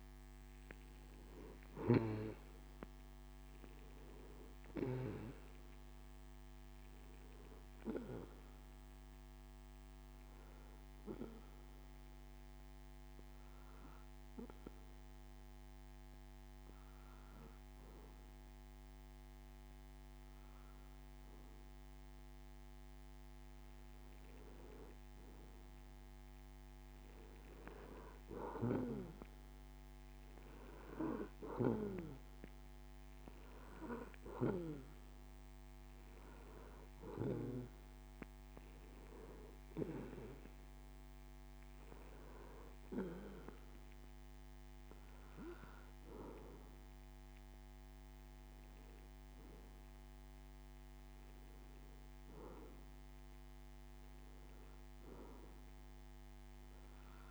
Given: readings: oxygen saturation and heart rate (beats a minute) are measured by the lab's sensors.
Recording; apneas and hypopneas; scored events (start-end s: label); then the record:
breathing in sleep by a microphone on the trachea; 1
0.00-3.00 s: arousal
2.00-5.50 s: snoring (device-marked)
6.00-20.00 s: oxygen desaturation (device-marked, oxygen 96% before, 92% lowest)
11.00-24.50 s: obstructive apnea (oxygen 96% before, 91% lowest)
26.50-29.50 s: arousal
From the record:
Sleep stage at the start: N2 (light sleep); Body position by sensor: on the back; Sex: male